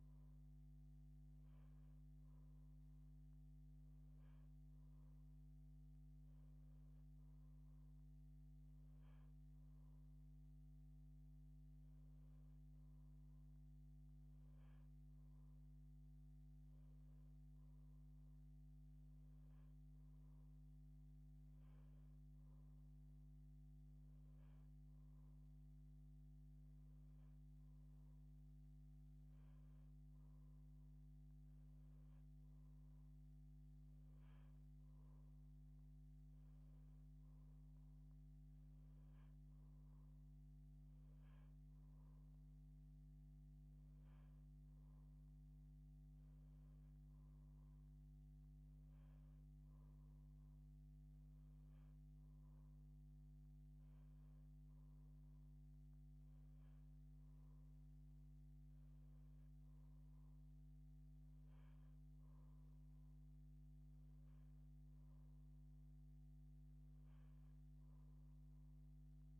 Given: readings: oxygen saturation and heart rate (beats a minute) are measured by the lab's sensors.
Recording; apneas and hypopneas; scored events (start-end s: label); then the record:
breathing in sleep, hard to hear, by a microphone on the trachea; none
none scored
From the record:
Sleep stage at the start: N1 (lightest sleep); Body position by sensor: on the back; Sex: female